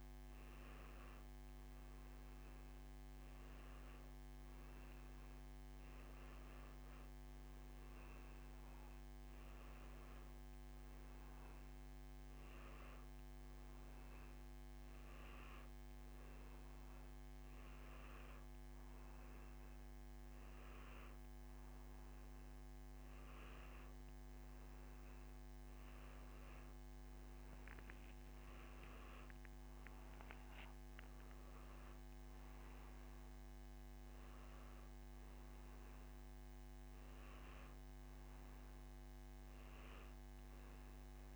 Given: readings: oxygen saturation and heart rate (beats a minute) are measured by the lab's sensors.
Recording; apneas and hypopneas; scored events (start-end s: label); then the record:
breathing in sleep, hard to hear, by a microphone on the trachea; none
14.00-41.36 s: new sleep stage, N2 (light sleep)
From the record:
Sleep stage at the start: N1 (lightest sleep); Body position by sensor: on the back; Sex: male